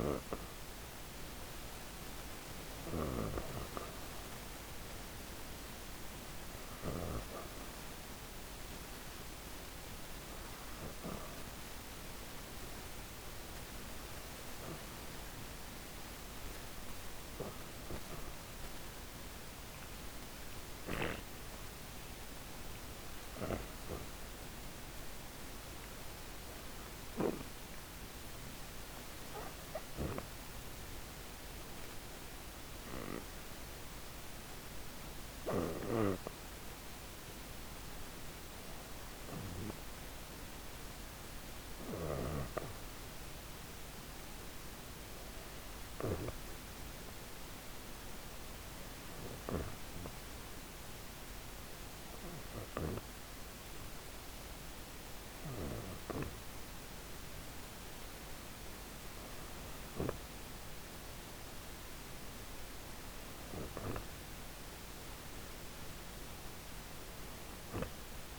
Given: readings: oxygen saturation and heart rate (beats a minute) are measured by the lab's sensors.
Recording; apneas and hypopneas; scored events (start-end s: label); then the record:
breathing in sleep by a microphone on the trachea; 1
24.00-27.00 s: arousal
29.50-42.00 s: hypopnea (oxygen 97% before, 92% lowest, heart rate 127 before, 49 extreme)
40.50-68.39 s: oxygen desaturation (device-marked, oxygen 97% before, 92% lowest, heart rate 121 before, 95 extreme)
45.00-48.50 s: arousal
From the record:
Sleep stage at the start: N2 (light sleep); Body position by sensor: on the back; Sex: female